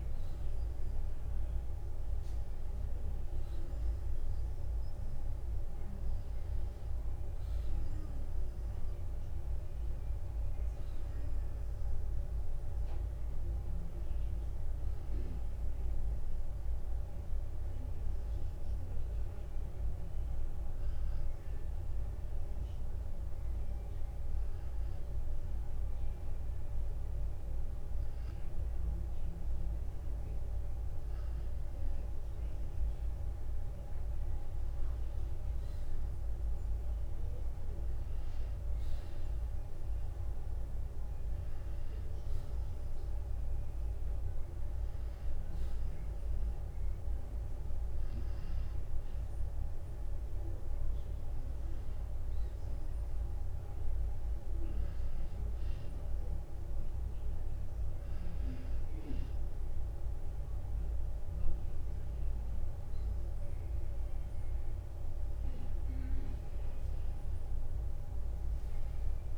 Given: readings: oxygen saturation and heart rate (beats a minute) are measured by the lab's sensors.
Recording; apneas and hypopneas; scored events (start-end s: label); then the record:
breathing in sleep, hard to hear, by a room microphone; 1
0.00-1.50 s: long interval between heartbeats (device-marked, heart rate 58 extreme)
9.00-26.00 s: oxygen desaturation (device-marked, oxygen 94% before, 91% lowest, heart rate 53 before, 45 extreme)
21.00-31.00 s: hypopnea (oxygen 94% before, 91% lowest, heart rate 58 before, 45 extreme, up 14 after)
33.50-37.00 s: arousal
45.00-58.00 s: oxygen desaturation (device-marked, oxygen 95% before, 91% lowest, heart rate 59 before, 47 extreme)
From the record:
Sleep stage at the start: N2 (light sleep); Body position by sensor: on the back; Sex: male